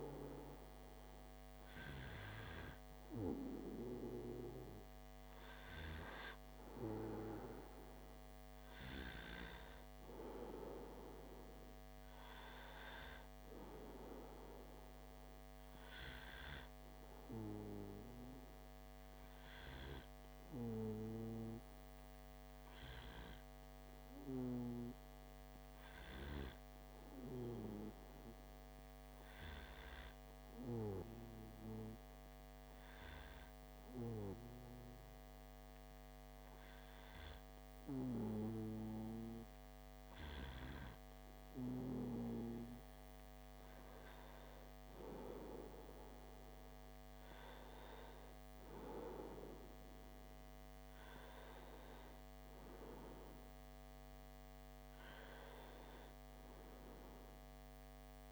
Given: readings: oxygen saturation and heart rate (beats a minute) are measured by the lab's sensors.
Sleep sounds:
breathing in sleep by a microphone on the trachea; 1
0.00-1.00 s: arousal
18.00-40.00 s: hypopnea (oxygen 95% before, 94% lowest)
42.50-46.50 s: arousal
From the record:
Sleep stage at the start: N2 (light sleep); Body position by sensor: on the back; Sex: male

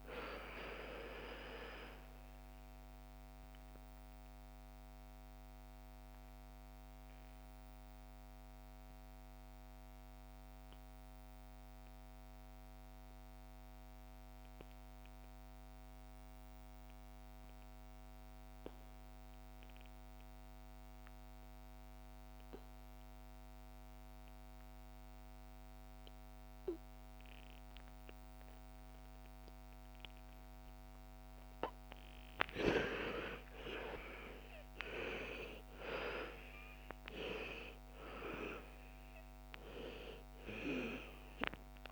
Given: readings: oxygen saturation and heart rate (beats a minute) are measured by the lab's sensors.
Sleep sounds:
breathing in sleep by a microphone on the trachea; 1
0.00-14.00 s: oxygen desaturation (device-marked, oxygen 85% lowest, heart rate 57 extreme)
3.50-31.50 s: mixed apnea (oxygen 98% before, 80% lowest, heart rate 66 before, 57 extreme, up 18 after)
25.00-41.92 s: oxygen desaturation (device-marked, oxygen 99% before, 80% lowest, heart rate 59 before, 57 extreme)
32.50-36.50 s: arousal
From the record:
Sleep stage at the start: N2 (light sleep); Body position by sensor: on the back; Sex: female

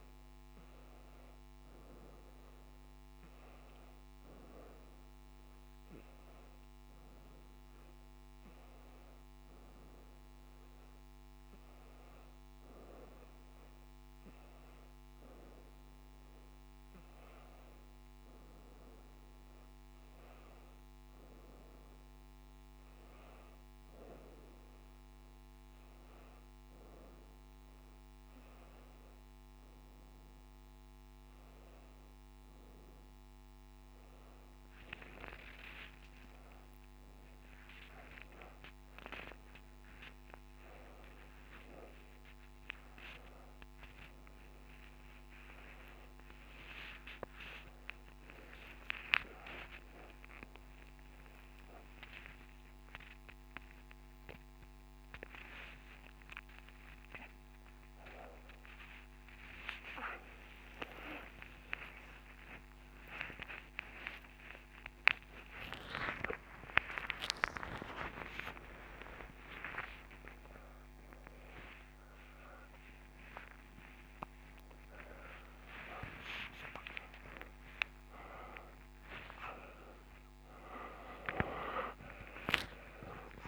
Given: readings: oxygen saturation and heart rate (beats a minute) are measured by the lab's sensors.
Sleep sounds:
a person awake in a sleep study, by a microphone on the trachea; none
19.50-83.48 s: new sleep stage, awake
34.50-37.50 s: tachycardia (device-marked, heart rate 82 before, 92 extreme)
47.50-56.50 s: tachycardia (device-marked, heart rate 82 before, 130 extreme)
57.50-65.50 s: tachycardia (device-marked, heart rate 82 before, 119 extreme)
77.50-83.48 s: oxygen desaturation (device-marked, oxygen 95% before, 91% lowest)
From the record:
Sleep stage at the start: N1 (lightest sleep); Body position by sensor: on the back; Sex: female

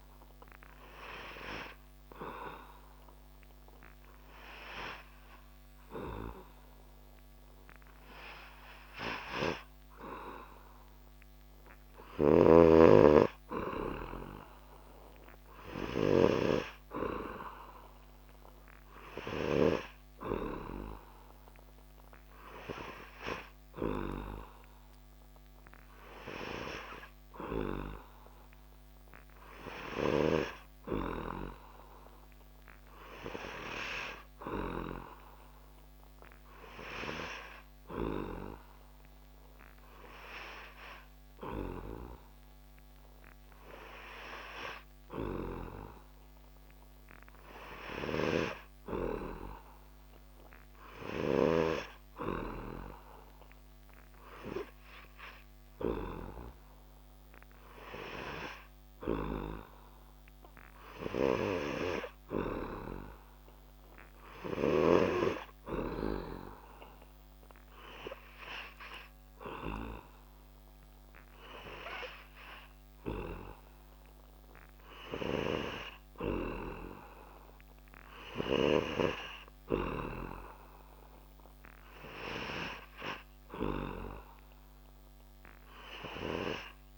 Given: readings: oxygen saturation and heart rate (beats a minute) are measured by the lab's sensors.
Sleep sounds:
breathing in sleep by a microphone on the trachea; 1
0.50-12.00 s: obstructive apnea (oxygen 98% before, 96% lowest)
14.50-17.00 s: arousal
From the record:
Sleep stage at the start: N3 (deep sleep); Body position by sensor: on the back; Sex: male

